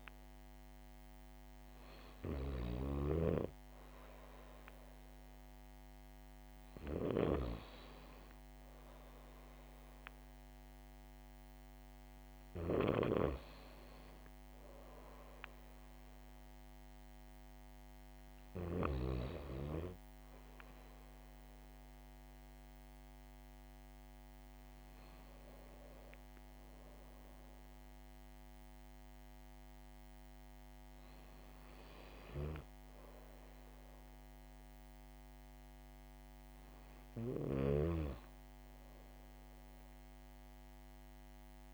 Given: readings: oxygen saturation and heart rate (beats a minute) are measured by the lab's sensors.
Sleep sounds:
breathing in sleep by a microphone on the trachea; none
none scored
From the record:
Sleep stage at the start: N2 (light sleep); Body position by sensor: on the back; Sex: female

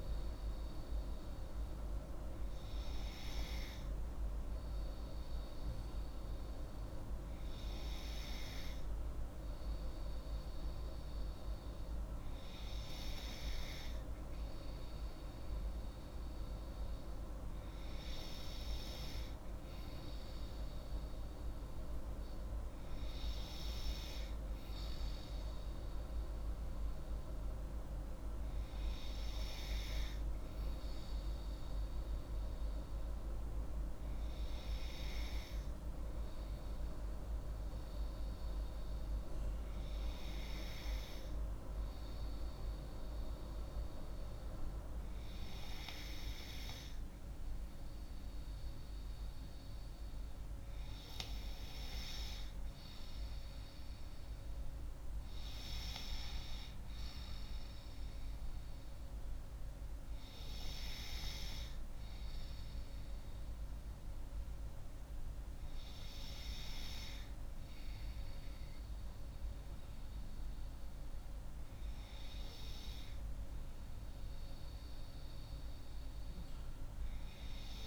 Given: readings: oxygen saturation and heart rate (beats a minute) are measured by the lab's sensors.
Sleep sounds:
breathing in sleep by a room microphone; none
none scored
From the record:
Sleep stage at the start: N3 (deep sleep); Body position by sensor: on the left side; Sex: female

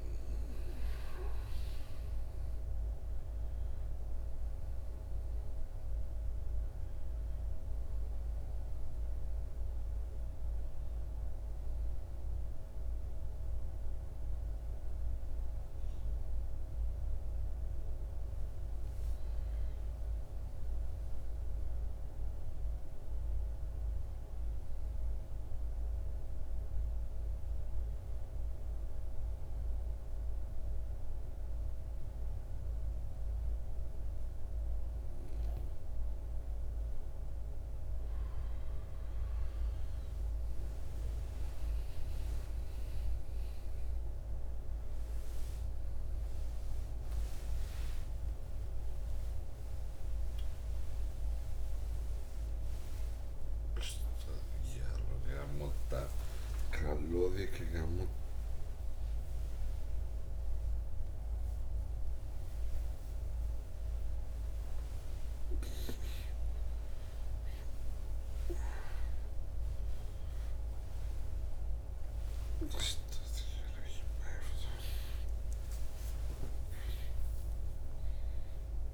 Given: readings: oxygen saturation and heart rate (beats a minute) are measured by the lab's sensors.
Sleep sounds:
a person partly awake in a sleep study, by a room microphone; 1
0.00-2.50 s: arousal
5.50-24.50 s: oxygen desaturation (device-marked, oxygen 97% before, 91% lowest, heart rate 58 before, 53 extreme)
24.50-36.50 s: central apnea (oxygen 97% before, 90% lowest, heart rate 59 before, 53 extreme, up 10 after)
41.50-78.94 s: new sleep stage, awake
43.50-72.50 s: oxygen desaturation (device-marked, oxygen 97% before, 90% lowest, heart rate 56 before, 91 extreme)
From the record:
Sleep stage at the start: N2 (light sleep); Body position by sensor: on the back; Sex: male

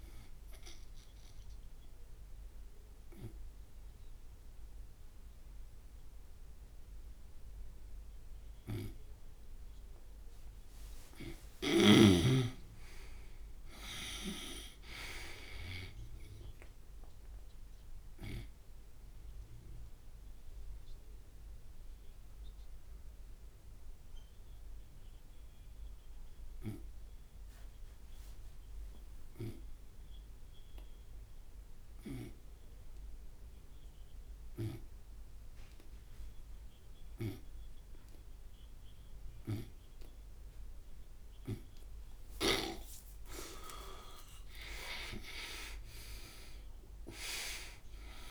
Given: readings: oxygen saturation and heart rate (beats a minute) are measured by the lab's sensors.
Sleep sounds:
breathing in sleep by a room microphone; 2
1.00-11.50 s: obstructive apnea (oxygen 99% before, 86% lowest)
8.50-16.50 s: oxygen desaturation (device-marked, oxygen 97% before, 93% lowest)
13.00-15.50 s: arousal
18.50-38.50 s: oxygen desaturation (device-marked, oxygen 96% before, 86% lowest)
19.00-40.50 s: obstructive apnea (oxygen 97% before, 86% lowest)
43.50-47.50 s: arousal
44.50-48.31 s: oxygen desaturation (device-marked, oxygen 96% before, 91% lowest)
From the record:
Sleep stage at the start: N2 (light sleep); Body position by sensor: on the right side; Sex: male

